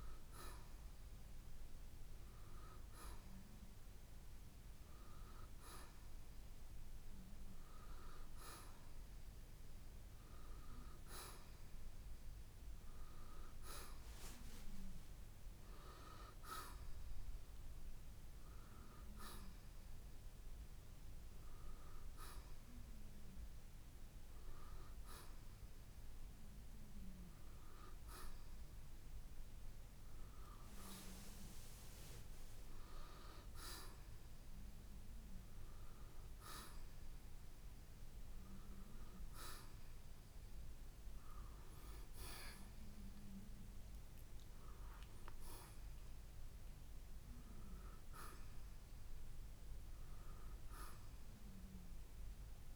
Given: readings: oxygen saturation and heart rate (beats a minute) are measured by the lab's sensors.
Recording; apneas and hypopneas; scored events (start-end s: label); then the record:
breathing in sleep by a room microphone; none
10.00-14.50 s: arousal
From the record:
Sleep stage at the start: N1 (lightest sleep); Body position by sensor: on the right side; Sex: male